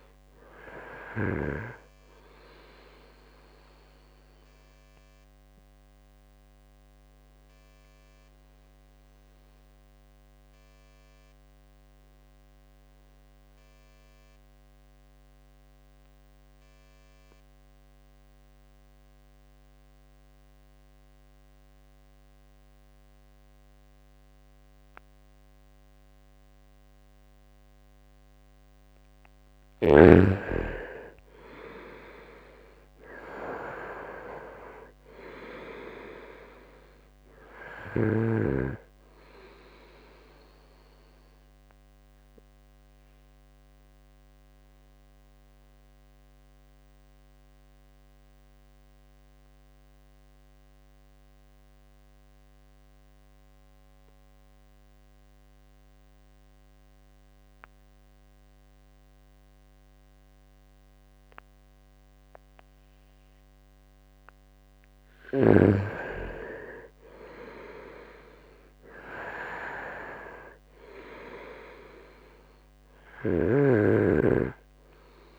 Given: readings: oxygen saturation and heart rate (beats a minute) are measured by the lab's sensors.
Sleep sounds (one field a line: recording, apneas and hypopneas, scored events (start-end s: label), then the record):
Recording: breathing in sleep by a microphone on the trachea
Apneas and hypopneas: 2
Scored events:
0.00-22.00 s: oxygen desaturation (device-marked, oxygen 91% lowest, heart rate 63 extreme)
4.50-28.00 s: obstructive apnea (oxygen 99% before, 88% lowest, heart rate 68 before, 65 extreme, up 5 after)
30.00-60.00 s: oxygen desaturation (device-marked, oxygen 98% before, 88% lowest, heart rate 68 before, 63 extreme)
31.00-34.50 s: arousal
41.50-63.00 s: obstructive apnea (oxygen 98% before, 88% lowest, heart rate 68 before, 63 extreme, up 1 after)
65.00-68.50 s: arousal
71.00-75.39 s: oxygen desaturation (device-marked, oxygen 98% before, 89% lowest, heart rate 68 before, 63 extreme)
From the record:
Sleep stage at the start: N2 (light sleep)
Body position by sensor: on the right side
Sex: male